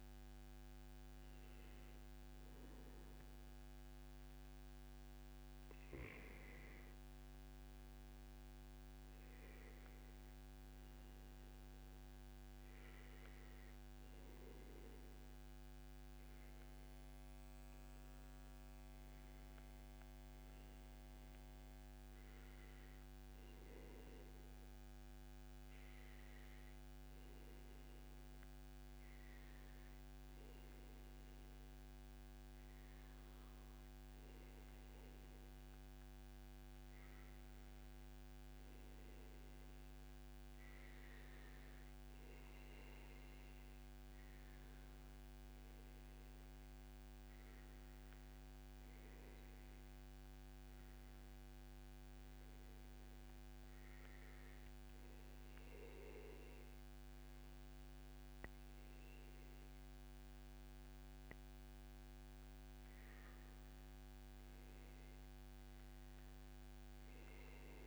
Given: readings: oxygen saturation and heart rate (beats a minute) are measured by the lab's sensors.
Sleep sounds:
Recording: breathing in sleep, hard to hear, by a microphone on the trachea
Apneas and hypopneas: none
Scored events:
20.50-67.87 s: new sleep stage, N2 (light sleep)
From the record:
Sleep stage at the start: N1 (lightest sleep)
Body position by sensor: on the back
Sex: male

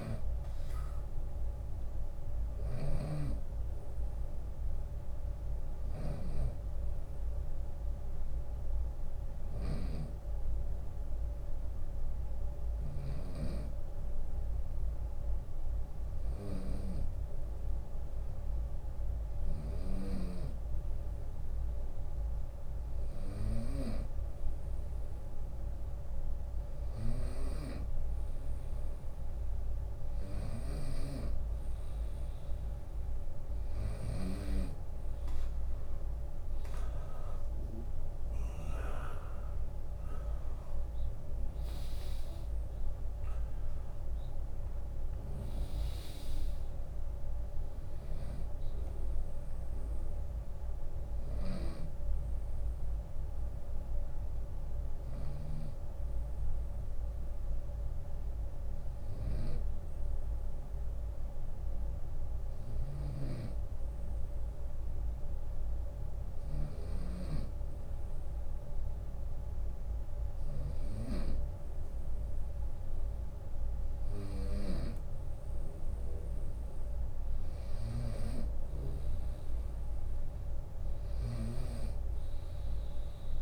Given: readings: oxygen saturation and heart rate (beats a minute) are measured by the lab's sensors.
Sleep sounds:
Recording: breathing in sleep by a room microphone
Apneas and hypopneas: 2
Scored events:
0.00-17.50 s: oxygen desaturation (device-marked, oxygen 96% lowest, heart rate 65 extreme)
0.00-23.00 s: snoring (device-marked)
4.00-19.50 s: hypopnea (oxygen 100% before, 94% lowest, heart rate 76 before, 65 extreme, up 3 after)
5.50-7.50 s: long interval between heartbeats (device-marked, heart rate 76 before, 72 extreme)
20.00-24.00 s: arousal
29.50-31.50 s: long interval between heartbeats (device-marked, heart rate 76 before, 65 extreme)
31.50-50.50 s: oxygen desaturation (device-marked, oxygen 99% before, 94% lowest, heart rate 75 before, 65 extreme)
39.50-55.50 s: drop in pulse transit time (device-marked, heart rate 72 before, 68 extreme)
53.00-74.00 s: hypopnea (oxygen 99% before, 94% lowest, heart rate 72 before, 65 extreme, up 8 after)
61.50-77.50 s: snoring (device-marked)
76.00-79.00 s: arousal
From the record:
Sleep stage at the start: N2 (light sleep)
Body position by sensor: on the right side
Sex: male

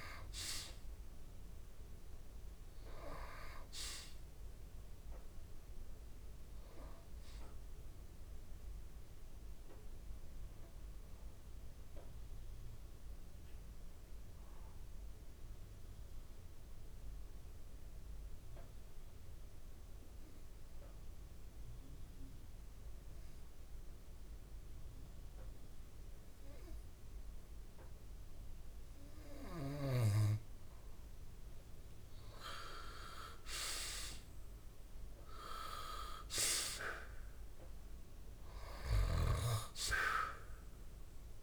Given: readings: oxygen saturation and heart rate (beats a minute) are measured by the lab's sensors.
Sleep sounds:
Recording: breathing in sleep by a room microphone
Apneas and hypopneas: 1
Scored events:
0.00-14.50 s: oxygen desaturation (device-marked, oxygen 86% lowest)
11.50-28.50 s: central apnea (oxygen 95% before, 87% lowest)
32.50-35.50 s: arousal
32.50-41.43 s: oxygen desaturation (device-marked, oxygen 98% before, 87% lowest)
From the record:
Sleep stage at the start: N2 (light sleep)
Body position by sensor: on the back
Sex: male

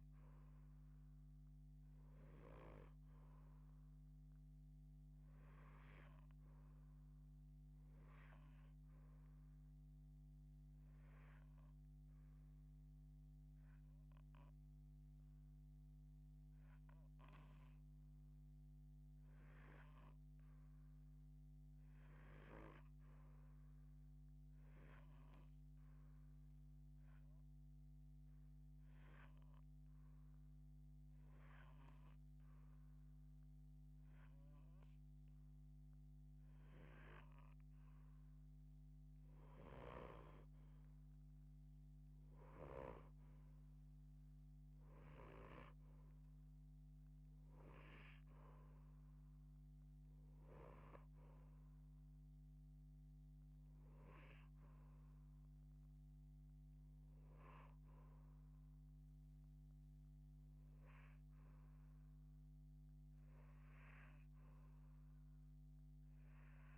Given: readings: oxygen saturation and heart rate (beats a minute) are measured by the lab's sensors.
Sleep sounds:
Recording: breathing in sleep by a microphone on the trachea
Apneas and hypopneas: 1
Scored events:
26.00-37.00 s: hypopnea (oxygen 88% before, 84% lowest, heart rate 124 before, 38 extreme, up 13 after)
32.00-42.00 s: oxygen desaturation (device-marked, oxygen 88% before, 84% lowest, heart rate 142 before, 38 extreme)
39.00-43.50 s: arousal
From the record:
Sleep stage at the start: REM sleep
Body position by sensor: on the left side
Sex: female

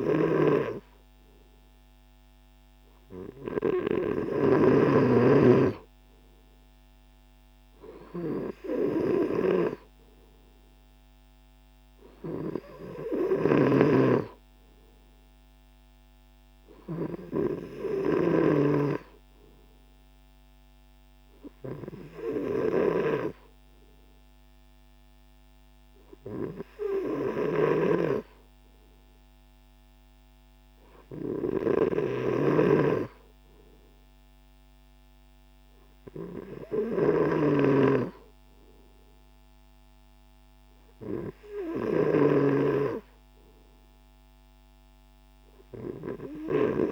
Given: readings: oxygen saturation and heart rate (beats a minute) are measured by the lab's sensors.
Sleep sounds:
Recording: breathing in sleep by a microphone on the trachea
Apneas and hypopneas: none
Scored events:
none scored
From the record:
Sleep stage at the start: N3 (deep sleep)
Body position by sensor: on the right side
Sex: male

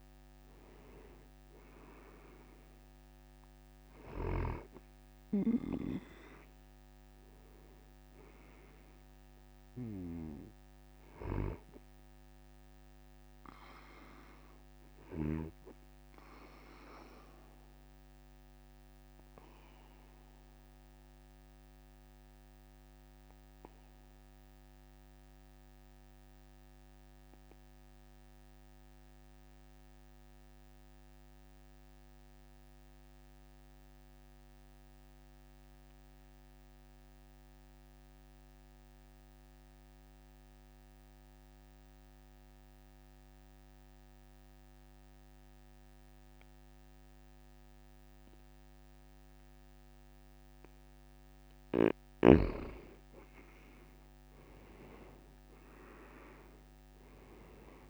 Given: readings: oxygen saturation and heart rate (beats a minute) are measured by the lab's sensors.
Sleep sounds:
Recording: breathing in sleep by a microphone on the trachea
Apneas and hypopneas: 1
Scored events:
0.00-1.00 s: oxygen desaturation (device-marked, oxygen 90% lowest, heart rate 52 extreme)
3.00-30.00 s: oxygen desaturation (device-marked, oxygen 93% before, 82% lowest, heart rate 61 before, 49 extreme)
7.00-10.50 s: arousal
15.00-50.50 s: obstructive apnea (oxygen 93% before, 82% lowest, heart rate 58 before, 49 extreme, up 13 after)
48.00-57.89 s: oxygen desaturation (device-marked, oxygen 98% before, 83% lowest, heart rate 51 before, 50 extreme)
51.50-55.50 s: arousal
From the record:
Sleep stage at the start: N2 (light sleep)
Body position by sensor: on the back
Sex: male

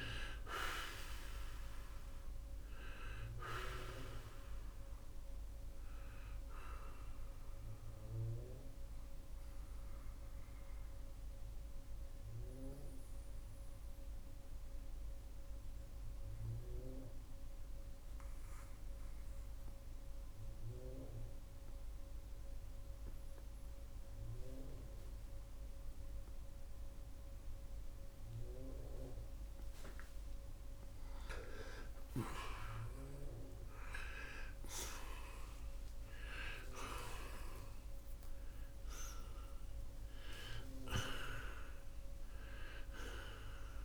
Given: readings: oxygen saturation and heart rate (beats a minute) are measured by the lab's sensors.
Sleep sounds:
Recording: breathing in sleep by a room microphone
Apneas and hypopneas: 1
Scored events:
6.50-30.00 s: mixed apnea (oxygen 93% before, 83% lowest, heart rate 86 before, 62 extreme, up 24 after)
19.00-37.00 s: oxygen desaturation (device-marked, oxygen 92% before, 83% lowest, heart rate 82 before, 66 extreme)
31.50-35.50 s: arousal
From the record:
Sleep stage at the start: N2 (light sleep)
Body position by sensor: on the right side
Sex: male

